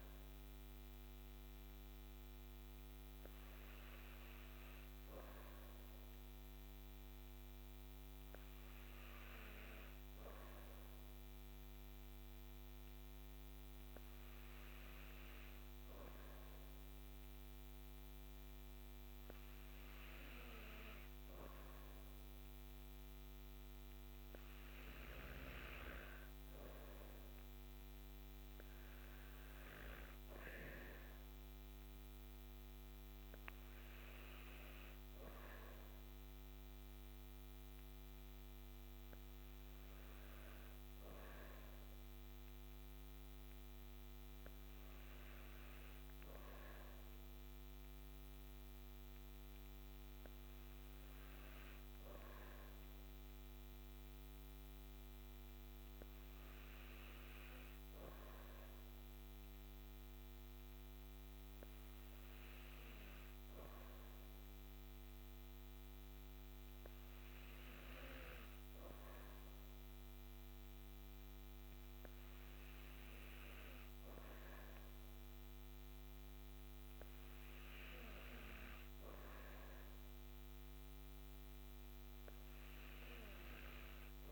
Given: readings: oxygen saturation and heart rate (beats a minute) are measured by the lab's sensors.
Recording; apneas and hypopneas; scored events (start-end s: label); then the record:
breathing in sleep, hard to hear, by a microphone on the trachea; none
none scored
From the record:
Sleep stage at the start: N2 (light sleep); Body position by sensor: on the back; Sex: female